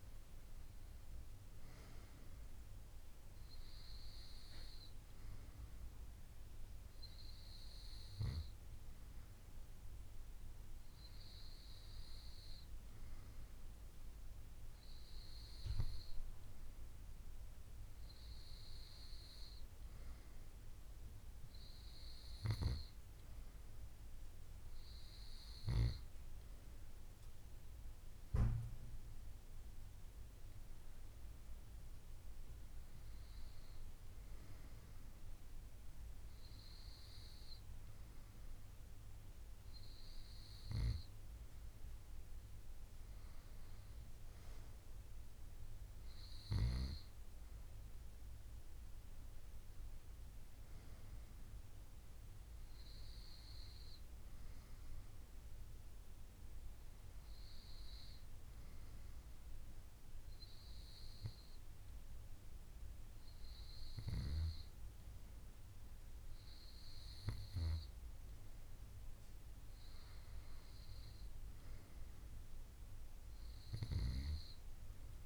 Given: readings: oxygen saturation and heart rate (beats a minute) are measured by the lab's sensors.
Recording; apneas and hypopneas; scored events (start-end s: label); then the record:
breathing in sleep, hard to hear, by a room microphone; none
none scored
From the record:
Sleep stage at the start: N2 (light sleep); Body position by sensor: on the right side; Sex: female